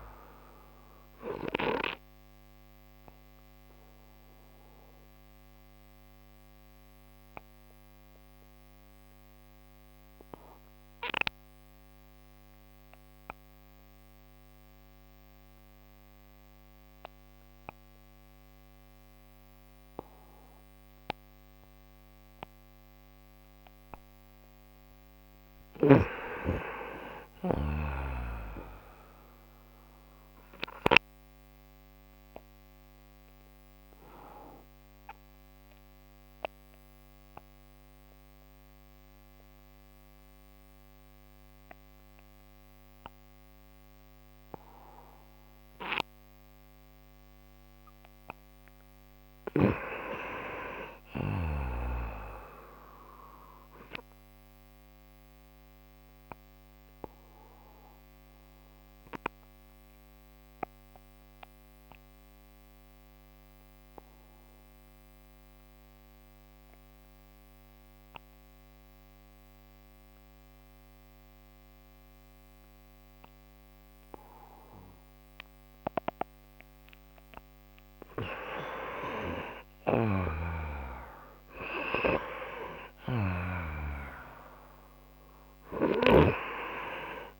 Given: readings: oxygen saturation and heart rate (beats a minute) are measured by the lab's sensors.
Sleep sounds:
breathing in sleep by a microphone on the trachea; 3
0.00-24.00 s: oxygen desaturation (device-marked, oxygen 89% lowest)
3.00-22.00 s: obstructive apnea (oxygen 97% before, 89% lowest)
24.00-27.50 s: arousal
31.00-47.50 s: obstructive apnea (oxygen 97% before, 88% lowest)
43.00-52.00 s: oxygen desaturation (device-marked, oxygen 95% before, 92% lowest)
48.50-51.00 s: arousal
53.00-77.00 s: obstructive apnea (oxygen 97% before, 88% lowest)
66.00-78.00 s: oxygen desaturation (device-marked, oxygen 95% before, 91% lowest)
78.00-82.50 s: arousal
80.00-86.50 s: snoring (device-marked)
From the record:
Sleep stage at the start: N2 (light sleep); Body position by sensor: on the right side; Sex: male

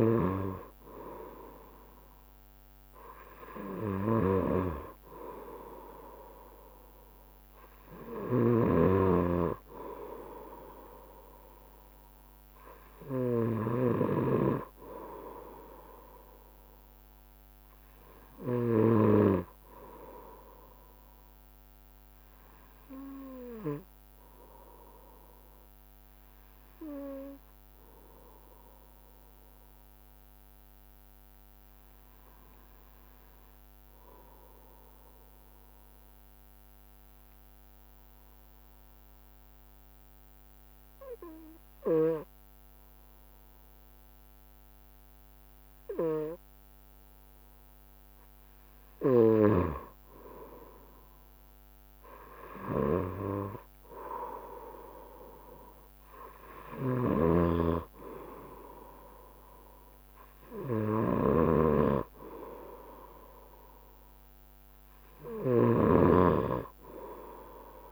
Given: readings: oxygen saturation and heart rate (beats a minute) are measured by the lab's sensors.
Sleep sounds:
breathing in sleep by a microphone on the trachea; 1
0.00-3.00 s: arousal
8.50-19.00 s: snoring (device-marked)
21.00-47.00 s: obstructive apnea (oxygen 95% before, 93% lowest, heart rate 68 before, 66 extreme, up 7 after)
52.00-56.00 s: arousal
57.00-67.92 s: snoring (device-marked)
From the record:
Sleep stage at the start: N2 (light sleep); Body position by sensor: on the right side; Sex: male

